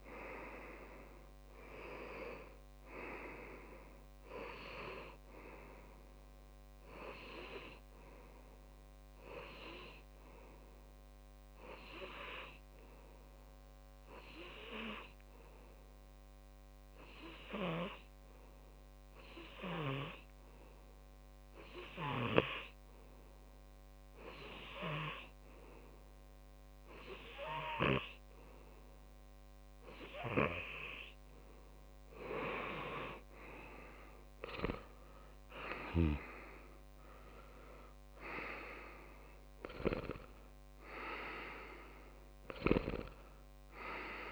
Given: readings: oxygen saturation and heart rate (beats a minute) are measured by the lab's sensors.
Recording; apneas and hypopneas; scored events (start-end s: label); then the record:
breathing in sleep by a microphone on the trachea; 1
9.50-30.50 s: hypopnea (oxygen 99% before, 96% lowest)
35.50-40.50 s: arousal
From the record:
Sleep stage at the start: N2 (light sleep); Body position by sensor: on the back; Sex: male